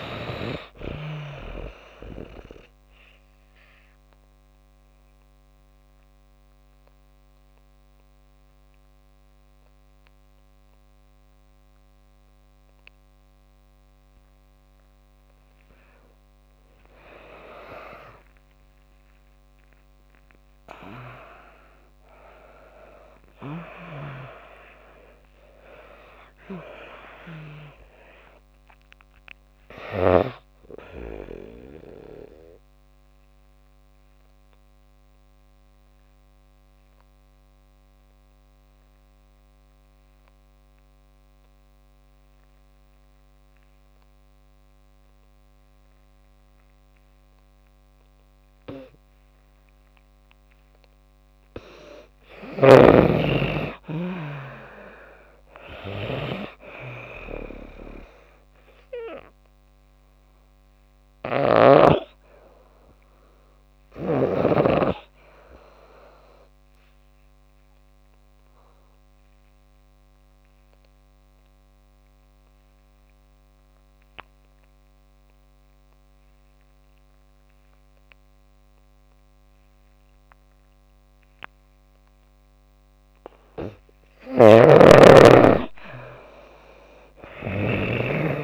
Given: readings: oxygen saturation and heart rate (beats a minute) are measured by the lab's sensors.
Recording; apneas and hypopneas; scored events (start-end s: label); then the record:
breathing in sleep by a microphone on the trachea; 3
0.00-28.50 s: oxygen desaturation (device-marked, oxygen 84% lowest)
2.50-15.00 s: obstructive apnea (oxygen 97% before, 84% lowest)
16.50-21.00 s: arousal
32.00-51.00 s: obstructive apnea (oxygen 91% before, 89% lowest)
53.00-56.50 s: arousal
56.50-85.50 s: oxygen desaturation (device-marked, oxygen 98% before, 89% lowest)
59.50-83.00 s: obstructive apnea (oxygen 98% before, 89% lowest)
61.00-64.50 s: snoring (device-marked)
84.00-88.00 s: snoring (device-marked)
85.50-88.44 s: arousal
From the record:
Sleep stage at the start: N2 (light sleep); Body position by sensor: on the back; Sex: female